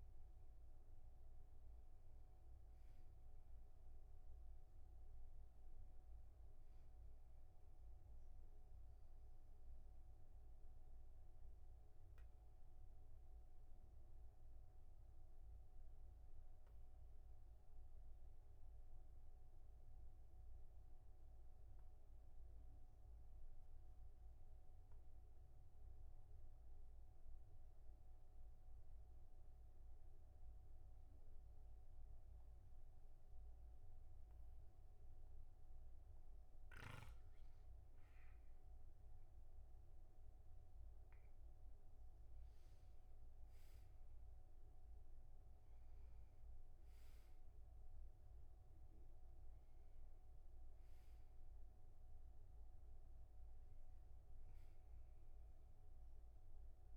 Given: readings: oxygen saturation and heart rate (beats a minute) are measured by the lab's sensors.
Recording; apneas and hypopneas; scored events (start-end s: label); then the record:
breathing in sleep, hard to hear, by a room microphone; 1
9.00-36.00 s: obstructive apnea (oxygen 98% before, 95% lowest, heart rate 49 before, 41 extreme, up 8 after)
39.00-42.50 s: arousal
From the record:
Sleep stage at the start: N2 (light sleep); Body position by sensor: on the back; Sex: male